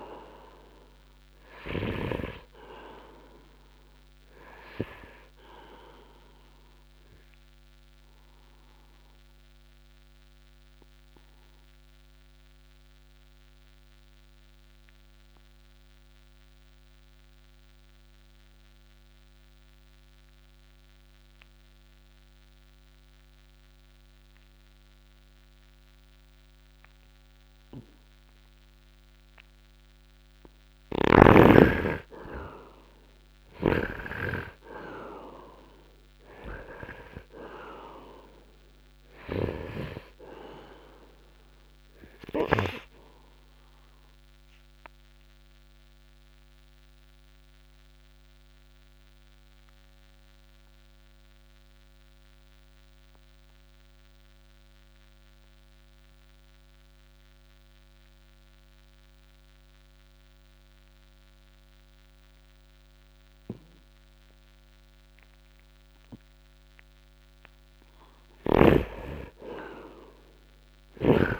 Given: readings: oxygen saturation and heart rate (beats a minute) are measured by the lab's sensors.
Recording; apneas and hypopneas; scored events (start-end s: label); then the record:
breathing in sleep by a microphone on the trachea; 2
0.00-20.00 s: oxygen desaturation (device-marked, oxygen 81% lowest, heart rate 54 extreme)
7.00-30.00 s: obstructive apnea (oxygen 99% before, 81% lowest, heart rate 61 before, 60 extreme, up 1 after)
32.00-35.00 s: arousal
33.00-59.00 s: oxygen desaturation (device-marked, oxygen 100% before, 86% lowest, heart rate 66 before, 57 extreme)
33.50-40.00 s: snoring (device-marked)
42.50-67.00 s: obstructive apnea (oxygen 100% before, 82% lowest, heart rate 62 before, 57 extreme, up 0 after)
65.00-71.40 s: oxygen desaturation (device-marked, oxygen 99% before, 82% lowest, heart rate 68 before, 57 extreme)
69.00-71.40 s: arousal
From the record:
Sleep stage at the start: N2 (light sleep); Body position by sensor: on the right side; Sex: male